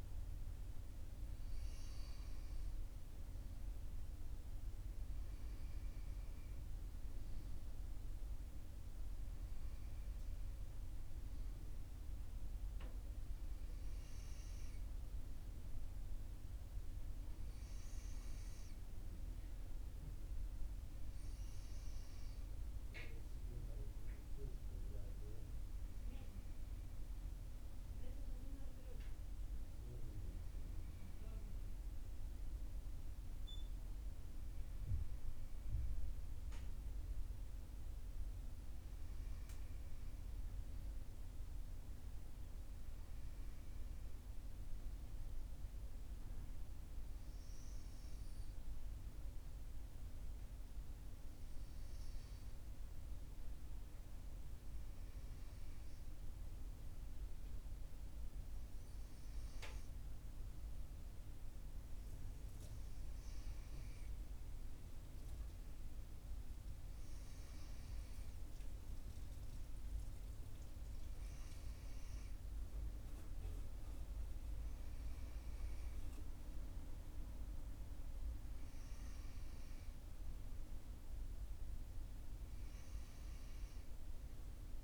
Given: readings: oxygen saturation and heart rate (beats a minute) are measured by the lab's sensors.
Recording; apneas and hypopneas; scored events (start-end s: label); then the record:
breathing in sleep, hard to hear, by a room microphone; none
29.00-34.00 s: arousal
From the record:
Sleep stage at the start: N2 (light sleep); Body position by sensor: on the right side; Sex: male